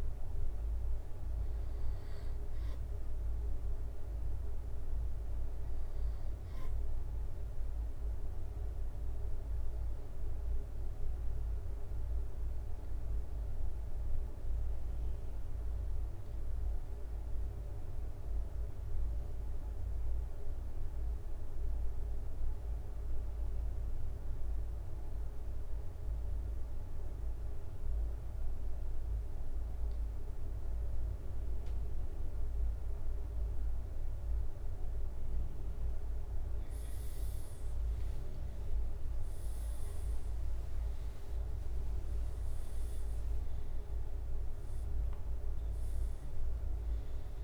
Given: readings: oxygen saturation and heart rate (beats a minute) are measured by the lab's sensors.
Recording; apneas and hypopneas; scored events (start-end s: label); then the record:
breathing in sleep, hard to hear, by a room microphone; 1
0.00-8.50 s: oxygen desaturation (device-marked, oxygen 93% lowest, heart rate 65 extreme)
4.50-20.50 s: drop in pulse transit time (device-marked, heart rate 67 before, 65 extreme)
8.00-10.00 s: long interval between heartbeats (device-marked, heart rate 67 before, 71 extreme)
17.00-33.50 s: obstructive apnea (oxygen 96% before, 93% lowest, heart rate 68 before, 65 extreme, up 34 after)
34.50-47.44 s: new sleep stage, N1 (lightest sleep)
35.00-39.50 s: arousal
38.50-44.50 s: tachycardia (device-marked, heart rate 71 before, 119 extreme)
41.00-43.00 s: long interval between heartbeats (device-marked, heart rate 68 before, 100 extreme)
41.50-47.44 s: drop in pulse transit time (device-marked, heart rate 70 before, 81 extreme)
From the record:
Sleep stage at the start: N2 (light sleep); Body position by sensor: on the back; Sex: male